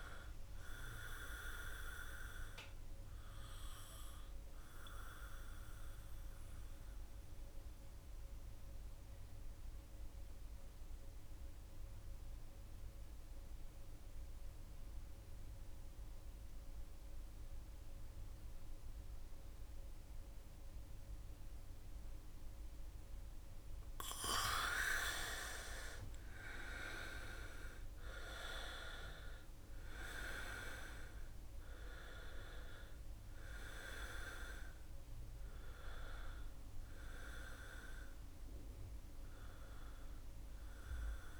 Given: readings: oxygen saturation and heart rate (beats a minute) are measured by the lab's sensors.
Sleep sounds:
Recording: breathing in sleep by a room microphone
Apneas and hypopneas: 1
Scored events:
0.00-16.50 s: oxygen desaturation (device-marked, oxygen 90% lowest, heart rate 65 extreme)
2.00-23.00 s: mixed apnea (oxygen 96% before, 86% lowest, heart rate 69 before, 65 extreme, up 2 after)
25.00-28.00 s: arousal
29.50-41.40 s: oxygen desaturation (device-marked, oxygen 97% before, 86% lowest, heart rate 68 before, 65 extreme)
From the record:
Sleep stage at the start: N2 (light sleep)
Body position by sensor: on the back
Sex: male

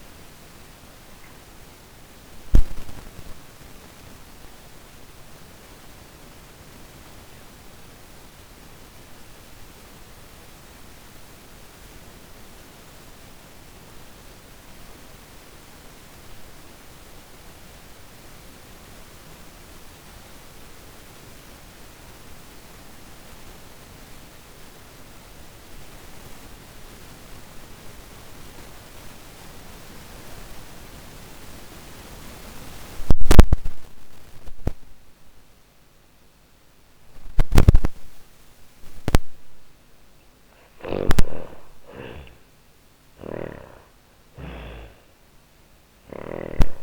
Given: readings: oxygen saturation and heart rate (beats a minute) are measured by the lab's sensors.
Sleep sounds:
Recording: breathing in sleep by a microphone on the trachea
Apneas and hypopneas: 1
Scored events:
0.00-22.50 s: oxygen desaturation (device-marked, oxygen 76% lowest, heart rate 38 extreme)
2.00-38.00 s: obstructive apnea (oxygen 97% before, 75% lowest, heart rate 48 before, 42 extreme, up 40 after)
36.50-46.82 s: oxygen desaturation (device-marked, oxygen 96% before, 75% lowest, heart rate 56 before, 43 extreme)
40.00-45.50 s: arousal
41.50-45.00 s: snoring (device-marked)
From the record:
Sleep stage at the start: N2 (light sleep)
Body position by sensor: on the back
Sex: female

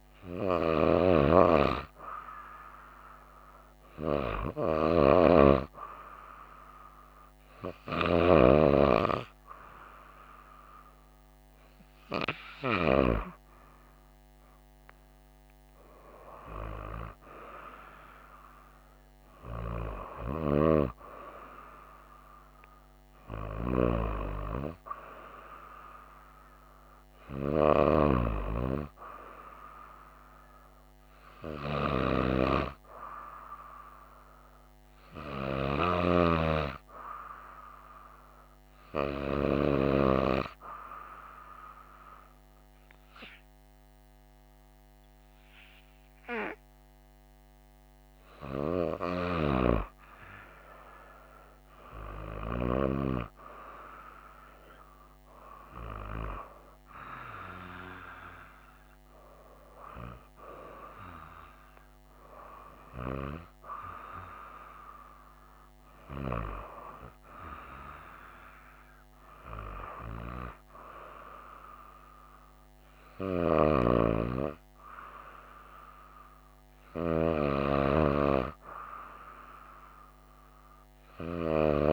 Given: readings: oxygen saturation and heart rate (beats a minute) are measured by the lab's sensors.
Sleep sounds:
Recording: breathing in sleep by a microphone on the trachea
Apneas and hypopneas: 1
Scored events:
41.50-51.50 s: obstructive apnea (oxygen 95% before, 94% lowest, heart rate 62 before, 62 extreme, up 4 after)
53.00-56.50 s: arousal
From the record:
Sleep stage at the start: N2 (light sleep)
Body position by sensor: on the right side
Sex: female

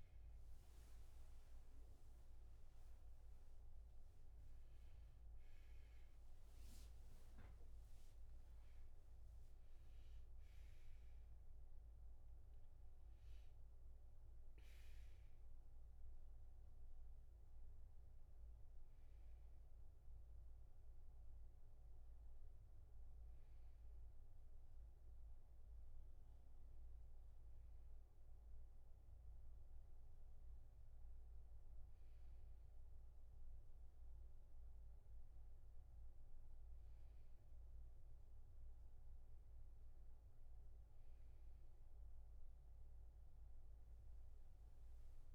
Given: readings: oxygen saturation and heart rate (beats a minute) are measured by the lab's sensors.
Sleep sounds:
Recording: a person awake in a sleep study, hard to hear, by a room microphone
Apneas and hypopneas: none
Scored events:
none scored
From the record:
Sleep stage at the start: awake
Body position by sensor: on the back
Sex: male

